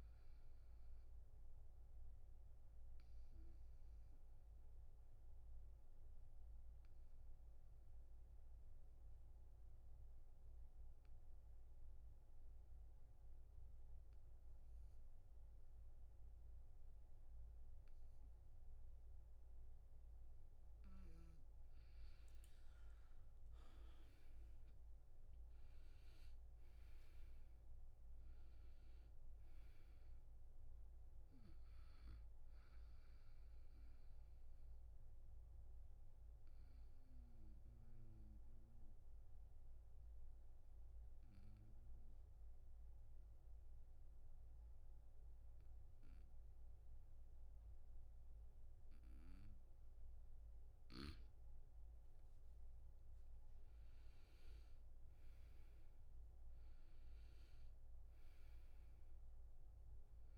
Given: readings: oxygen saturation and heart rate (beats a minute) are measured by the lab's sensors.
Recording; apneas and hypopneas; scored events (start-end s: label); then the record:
breathing in sleep, hard to hear, by a room microphone; 2
0.00-12.50 s: oxygen desaturation (device-marked, oxygen 90% lowest, heart rate 75 extreme)
1.50-20.00 s: obstructive apnea (oxygen 99% before, 85% lowest, heart rate 79 before, 74 extreme, up 11 after)
21.50-44.50 s: oxygen desaturation (device-marked, oxygen 99% before, 85% lowest, heart rate 77 before, 74 extreme)
22.50-26.50 s: arousal
33.00-50.00 s: obstructive apnea (oxygen 99% before, 85% lowest, heart rate 79 before, 73 extreme, up 7 after)
53.00-56.50 s: arousal
53.50-60.38 s: oxygen desaturation (device-marked, oxygen 100% before, 86% lowest, heart rate 76 before, 72 extreme)
From the record:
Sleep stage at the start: N2 (light sleep); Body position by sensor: on the back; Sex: male